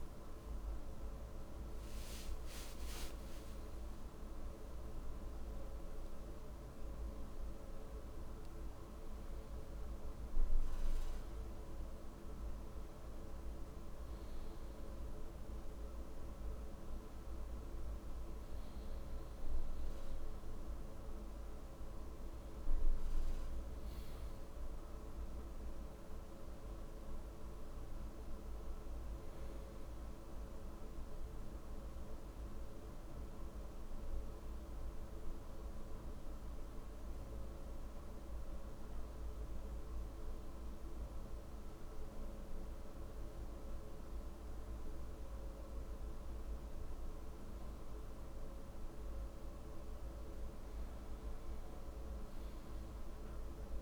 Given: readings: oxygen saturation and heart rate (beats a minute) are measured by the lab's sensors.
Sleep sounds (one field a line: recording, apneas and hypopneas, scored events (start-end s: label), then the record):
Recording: breathing in sleep, hard to hear, by a room microphone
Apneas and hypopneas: 1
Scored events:
28.50-53.82 s: new sleep stage, N2 (light sleep)
35.00-46.00 s: central apnea (oxygen 99% before, 94% lowest, heart rate 58 before, 56 extreme, up 4 after)
49.00-53.50 s: arousal
49.50-53.82 s: oxygen desaturation (device-marked, oxygen 97% before, 94% lowest, heart rate 58 before, 56 extreme)
From the record:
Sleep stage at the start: N1 (lightest sleep)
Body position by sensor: on the right side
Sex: male